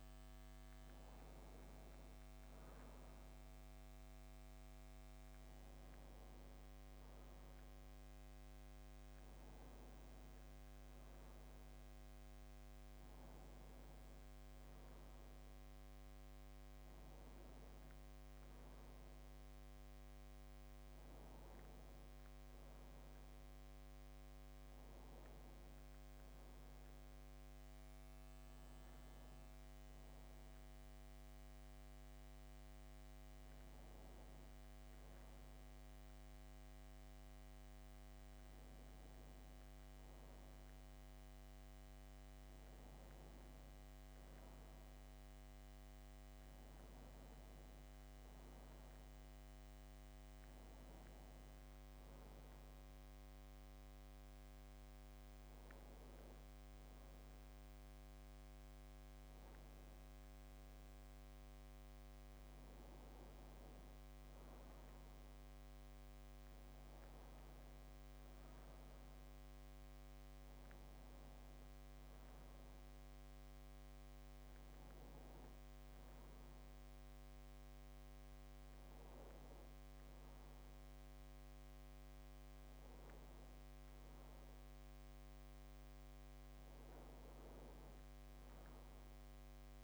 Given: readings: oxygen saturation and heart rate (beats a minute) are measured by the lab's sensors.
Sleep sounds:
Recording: breathing in sleep, hard to hear, by a microphone on the trachea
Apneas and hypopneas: none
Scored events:
7.50-12.00 s: arousal
From the record:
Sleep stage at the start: N2 (light sleep)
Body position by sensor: on the back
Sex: male

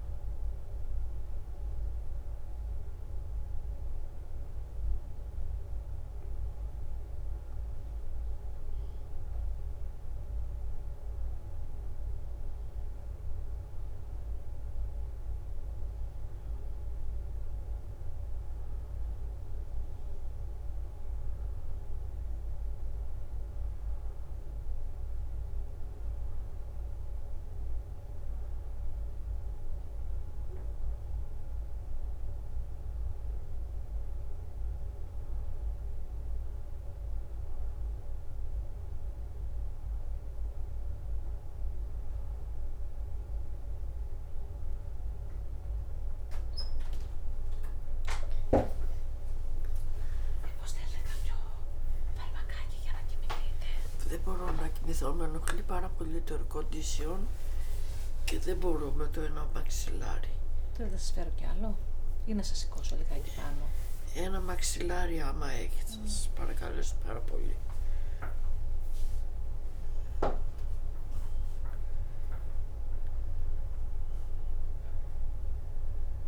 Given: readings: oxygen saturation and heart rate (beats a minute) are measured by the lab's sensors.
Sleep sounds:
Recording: a person awake in a sleep study, by a room microphone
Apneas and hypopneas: none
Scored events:
36.50-45.50 s: leg movement (device-marked)
48.50-51.00 s: leg movement (device-marked)
53.00-69.00 s: drop in pulse transit time (device-marked, heart rate 68 before, 68 extreme)
67.00-71.00 s: leg movement (device-marked)
From the record:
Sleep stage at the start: awake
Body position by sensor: on the back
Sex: female

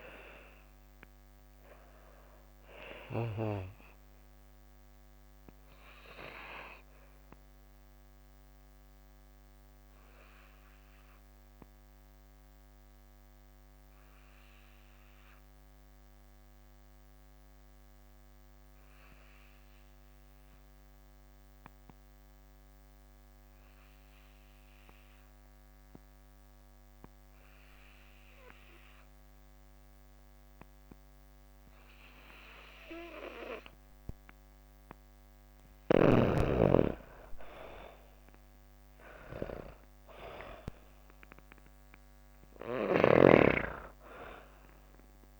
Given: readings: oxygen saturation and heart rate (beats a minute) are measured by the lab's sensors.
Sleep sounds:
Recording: breathing in sleep by a microphone on the trachea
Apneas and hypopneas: 1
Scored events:
0.00-18.00 s: oxygen desaturation (device-marked, oxygen 80% lowest)
4.50-32.50 s: obstructive apnea (oxygen 97% before, 80% lowest)
28.00-45.40 s: oxygen desaturation (device-marked, oxygen 99% before, 84% lowest)
35.50-38.50 s: arousal
From the record:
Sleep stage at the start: N2 (light sleep)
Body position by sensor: on the back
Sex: female

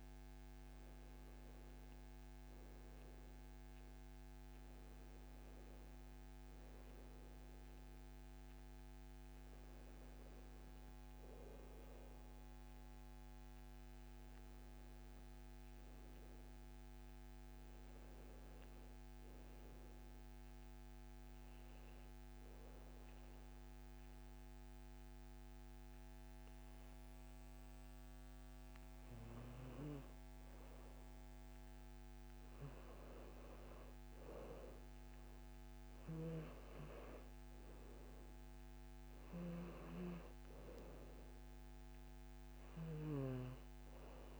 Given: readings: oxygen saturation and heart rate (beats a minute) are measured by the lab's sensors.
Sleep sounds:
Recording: breathing in sleep by a microphone on the trachea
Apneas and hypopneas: 1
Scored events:
0.00-5.50 s: oxygen desaturation (device-marked, oxygen 92% lowest, heart rate 63 extreme)
20.00-31.50 s: hypopnea (oxygen 97% before, 90% lowest, heart rate 74 before, 63 extreme, up 6 after)
33.50-36.00 s: arousal
34.50-44.40 s: oxygen desaturation (device-marked, oxygen 96% before, 91% lowest, heart rate 67 before, 65 extreme)
From the record:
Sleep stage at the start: N2 (light sleep)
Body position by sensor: on the back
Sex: male

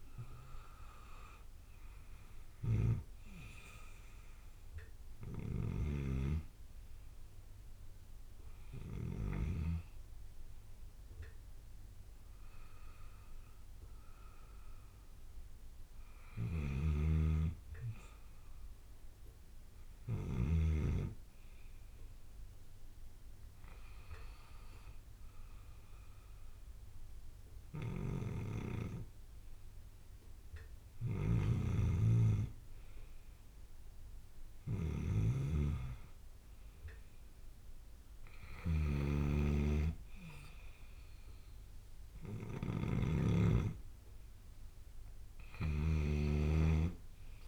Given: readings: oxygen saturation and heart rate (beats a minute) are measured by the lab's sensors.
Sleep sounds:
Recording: breathing in sleep by a room microphone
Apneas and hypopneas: 1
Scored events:
0.00-39.00 s: bradycardia (device-marked)
2.50-9.50 s: snoring (device-marked)
12.00-17.00 s: arousal
16.50-20.50 s: snoring (device-marked)
21.00-32.50 s: hypopnea (oxygen 97% before, 92% lowest)
28.00-47.48 s: snoring (device-marked)
36.50-41.50 s: arousal
41.00-47.48 s: bradycardia (device-marked)
From the record:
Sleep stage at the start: N2 (light sleep)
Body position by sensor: on the back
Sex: male

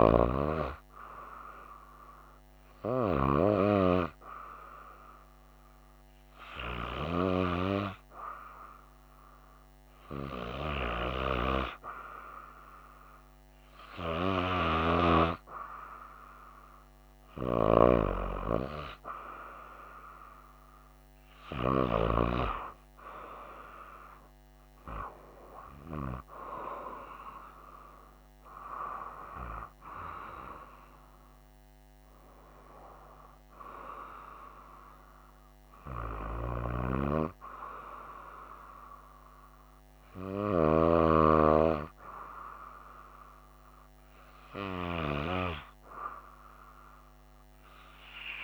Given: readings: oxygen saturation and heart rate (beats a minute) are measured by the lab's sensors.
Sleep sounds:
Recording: breathing in sleep by a microphone on the trachea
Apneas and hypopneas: none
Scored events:
none scored
From the record:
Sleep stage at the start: REM sleep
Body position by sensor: on the right side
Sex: female

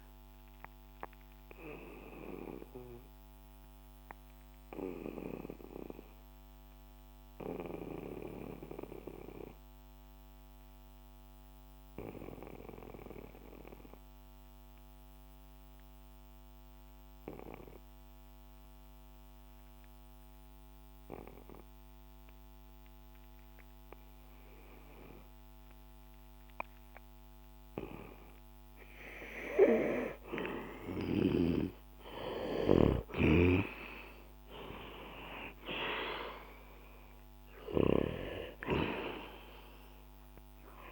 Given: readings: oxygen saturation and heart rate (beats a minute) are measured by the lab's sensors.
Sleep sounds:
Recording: breathing in sleep by a microphone on the trachea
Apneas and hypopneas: 1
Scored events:
0.00-21.00 s: oxygen desaturation (device-marked, oxygen 85% lowest, heart rate 61 extreme)
2.00-28.50 s: obstructive apnea (oxygen 99% before, 85% lowest, heart rate 71 before, 61 extreme, up 6 after)
30.00-34.00 s: arousal
31.00-40.92 s: oxygen desaturation (device-marked, oxygen 99% before, 88% lowest, heart rate 66 before, 61 extreme)
From the record:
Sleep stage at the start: N2 (light sleep)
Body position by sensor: on the back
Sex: male

